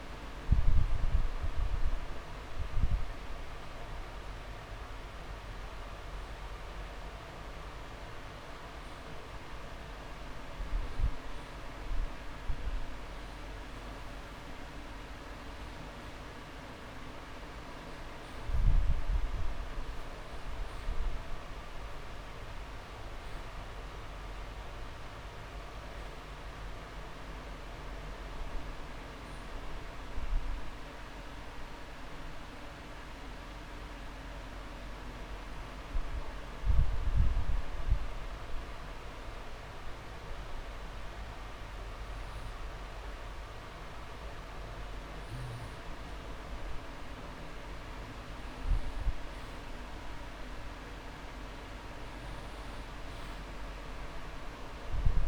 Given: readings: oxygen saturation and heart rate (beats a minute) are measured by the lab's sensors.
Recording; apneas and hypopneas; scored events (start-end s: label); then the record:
breathing in sleep, hard to hear, by a room microphone; 1
0.50-2.50 s: long interval between heartbeats (device-marked)
28.00-30.00 s: long interval between heartbeats (device-marked)
31.00-44.00 s: hypopnea (oxygen 97% before, 94% lowest)
47.00-50.50 s: arousal
From the record:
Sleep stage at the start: N2 (light sleep); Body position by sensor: on the back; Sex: male